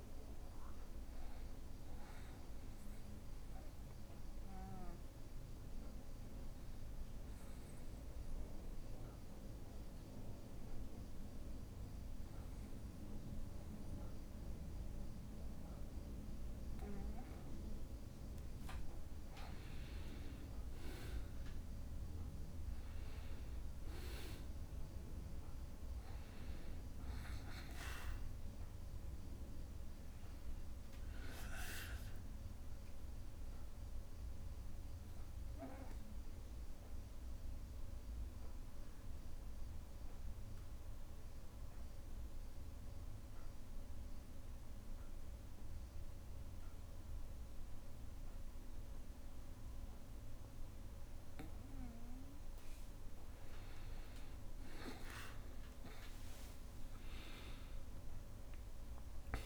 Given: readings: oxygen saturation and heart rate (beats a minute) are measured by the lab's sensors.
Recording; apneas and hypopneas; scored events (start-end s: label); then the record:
breathing in sleep by a room microphone; 2
3.00-17.00 s: obstructive apnea (oxygen 97% before, 92% lowest, heart rate 62 before, 60 extreme, up 2 after)
19.00-22.50 s: arousal
21.00-42.00 s: oxygen desaturation (device-marked, oxygen 96% before, 92% lowest, heart rate 61 before, 59 extreme)
33.50-51.50 s: obstructive apnea (oxygen 97% before, 92% lowest, heart rate 62 before, 59 extreme, up 6 after)
39.00-44.00 s: bradycardia (device-marked, heart rate 66 before, 59 extreme)
54.00-59.45 s: oxygen desaturation (device-marked, oxygen 98% before, 93% lowest, heart rate 60 before, 60 extreme)
54.50-59.00 s: arousal
From the record:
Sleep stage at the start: N2 (light sleep); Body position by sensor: on the back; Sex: male